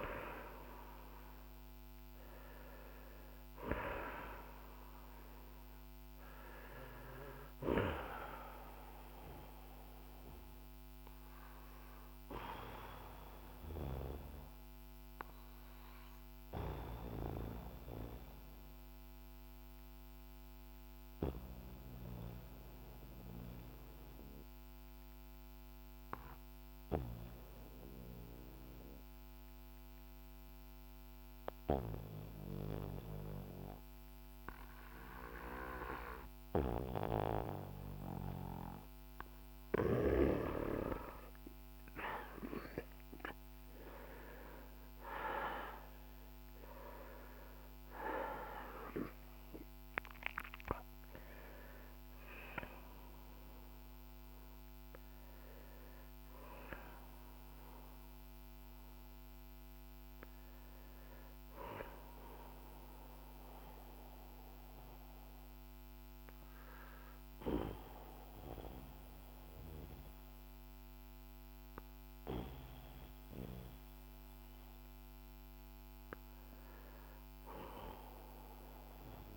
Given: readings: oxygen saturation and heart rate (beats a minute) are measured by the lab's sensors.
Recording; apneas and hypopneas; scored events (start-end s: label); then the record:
breathing in sleep by a microphone on the trachea; 1
0.00-1.00 s: arousal
11.00-38.50 s: obstructive apnea (oxygen 97% before, 87% lowest, heart rate 52 before, 47 extreme, up 6 after)
11.50-28.50 s: oxygen desaturation (device-marked, oxygen 96% before, 91% lowest, heart rate 52 before, 47 extreme)
42.50-47.50 s: arousal
42.50-77.50 s: oxygen desaturation (device-marked, oxygen 96% before, 87% lowest, heart rate 52 before, 45 extreme)
From the record:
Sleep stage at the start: N2 (light sleep); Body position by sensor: on the back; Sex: male